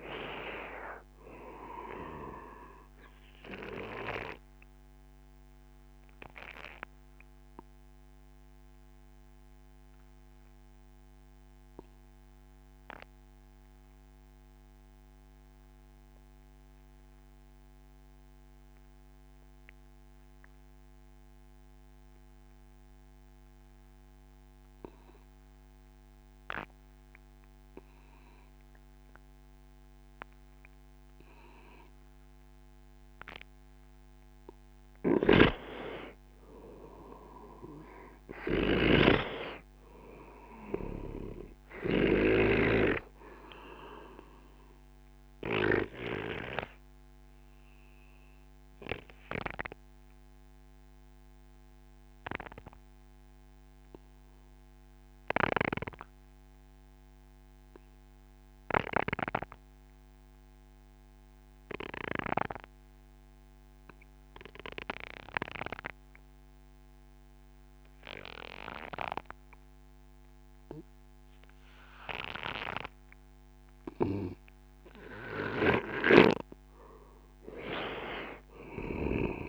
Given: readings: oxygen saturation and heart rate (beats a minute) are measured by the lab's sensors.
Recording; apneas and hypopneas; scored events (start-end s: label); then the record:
breathing in sleep by a microphone on the trachea; 2
0.00-11.00 s: oxygen desaturation (device-marked, oxygen 93% lowest, heart rate 35 extreme)
3.00-29.50 s: obstructive apnea (oxygen 98% before, 92% lowest, heart rate 59 before, 34 extreme, up 8 after)
31.50-35.00 s: arousal
35.00-42.00 s: snoring (device-marked)
44.00-74.50 s: obstructive apnea (oxygen 97% before, 92% lowest, heart rate 60 before, 55 extreme, up 9 after)
77.50-79.49 s: arousal
From the record:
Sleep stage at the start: N2 (light sleep); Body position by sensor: on the right side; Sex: male